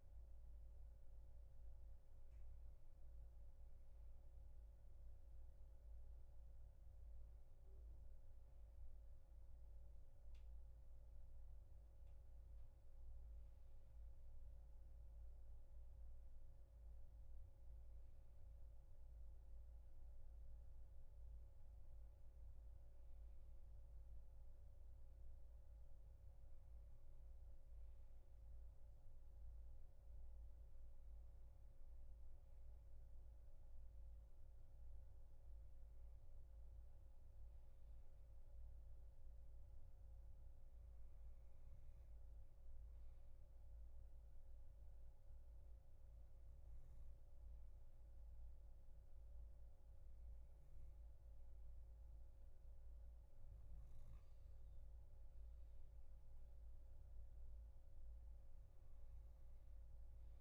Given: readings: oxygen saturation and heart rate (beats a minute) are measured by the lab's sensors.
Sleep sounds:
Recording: breathing in sleep, hard to hear, by a room microphone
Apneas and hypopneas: none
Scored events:
none scored
From the record:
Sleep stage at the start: N2 (light sleep)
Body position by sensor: on the back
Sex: male

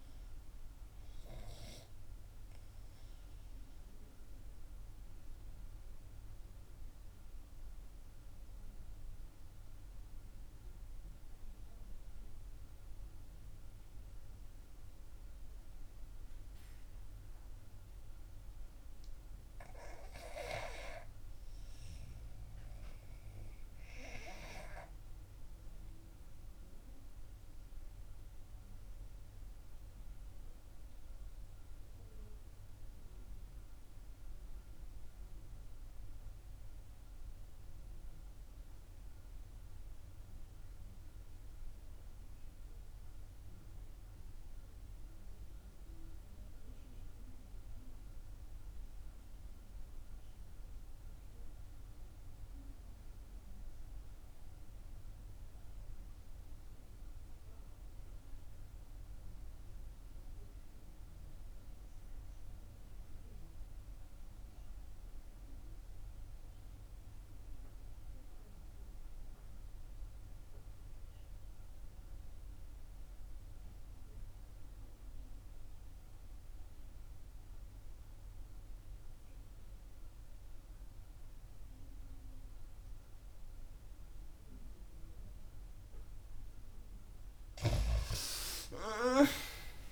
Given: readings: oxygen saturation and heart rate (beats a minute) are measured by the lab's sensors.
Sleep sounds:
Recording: breathing in sleep by a room microphone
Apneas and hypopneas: 2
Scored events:
0.00-12.00 s: oxygen desaturation (device-marked, oxygen 80% lowest, heart rate 63 extreme)
2.50-17.50 s: mixed apnea (oxygen 91% before, 74% lowest, heart rate 71 before, 63 extreme, up 2 after)
19.00-23.50 s: arousal
26.50-85.50 s: obstructive apnea (oxygen 97% before, 65% lowest, heart rate 64 before, 64 extreme, up 23 after)
27.00-89.92 s: oxygen desaturation (device-marked, oxygen 96% before, 69% lowest, heart rate 64 before, 64 extreme)
87.00-89.00 s: long interval between heartbeats (device-marked, heart rate 69 before, 72 extreme)
88.00-89.92 s: arousal
From the record:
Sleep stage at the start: REM sleep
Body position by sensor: on the back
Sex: female

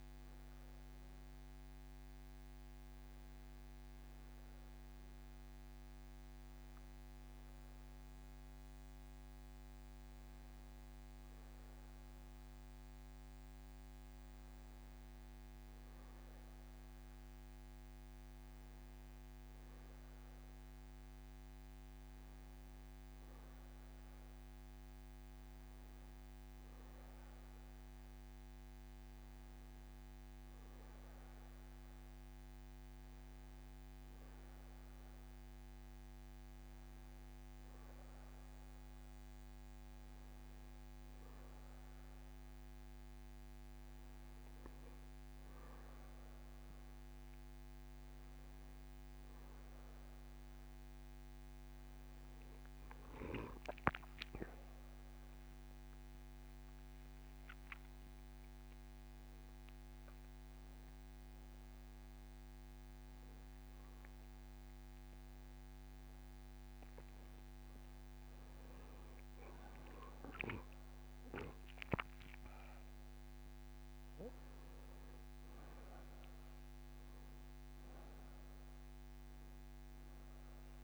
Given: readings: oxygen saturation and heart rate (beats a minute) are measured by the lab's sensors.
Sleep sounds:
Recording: a person partly awake in a sleep study, hard to hear, by a microphone on the trachea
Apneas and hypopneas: none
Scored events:
30.00-80.84 s: new sleep stage, N2 (light sleep)
From the record:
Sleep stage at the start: awake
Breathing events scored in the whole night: 171 in 4.9 hours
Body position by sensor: on the back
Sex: male

